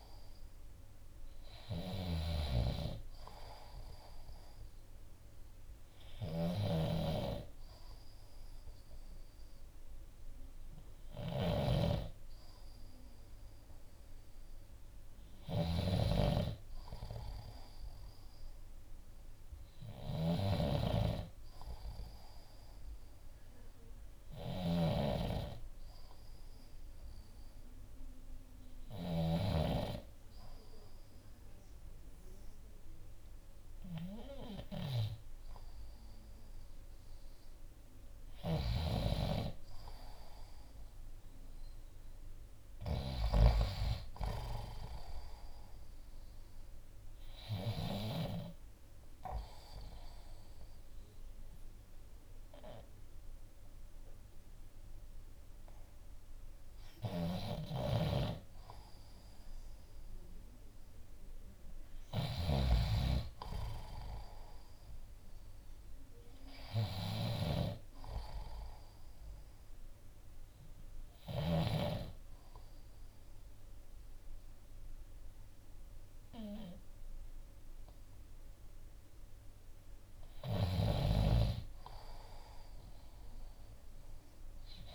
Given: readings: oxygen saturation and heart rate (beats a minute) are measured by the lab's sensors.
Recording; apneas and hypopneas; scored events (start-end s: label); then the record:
breathing in sleep by a room microphone; 2
0.00-43.50 s: snoring (device-marked)
14.00-27.00 s: oxygen desaturation (device-marked, oxygen 94% before, 90% lowest, heart rate 59 before, 58 extreme)
42.50-45.50 s: arousal
48.50-59.50 s: obstructive apnea (oxygen 94% before, 90% lowest, heart rate 60 before, 58 extreme, up 5 after)
56.50-71.50 s: snoring (device-marked)
61.00-64.50 s: arousal
69.00-80.00 s: hypopnea (oxygen 93% before, 90% lowest, heart rate 60 before, 58 extreme, up 1 after)
78.00-84.95 s: oxygen desaturation (device-marked, oxygen 94% before, 91% lowest, heart rate 61 before, 58 extreme)
80.00-84.95 s: snoring (device-marked)
81.50-84.50 s: arousal
From the record:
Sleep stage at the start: N2 (light sleep); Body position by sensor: on the left side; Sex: male